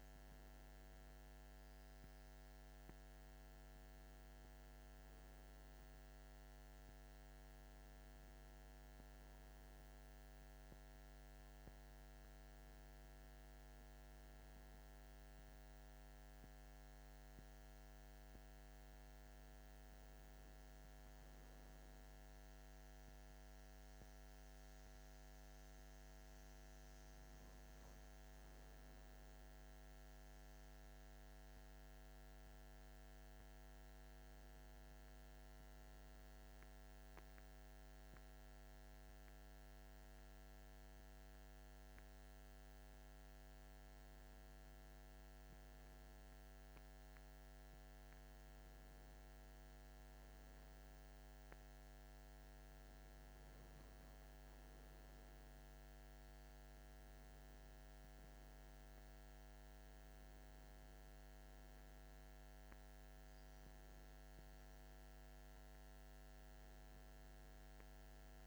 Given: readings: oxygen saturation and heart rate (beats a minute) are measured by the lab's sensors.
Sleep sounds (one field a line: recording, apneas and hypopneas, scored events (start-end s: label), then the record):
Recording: a person partly awake in a sleep study, hard to hear, by a microphone on the trachea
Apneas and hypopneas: 1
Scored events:
30.00-68.47 s: new sleep stage, N1 (lightest sleep)
31.00-46.50 s: obstructive apnea (oxygen 98% before, 93% lowest, heart rate 36 before, 28 extreme, up 2 after)
49.50-53.50 s: arousal
From the record:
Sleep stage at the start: awake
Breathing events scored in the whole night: 160 in 3.0 hours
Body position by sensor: on the back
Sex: male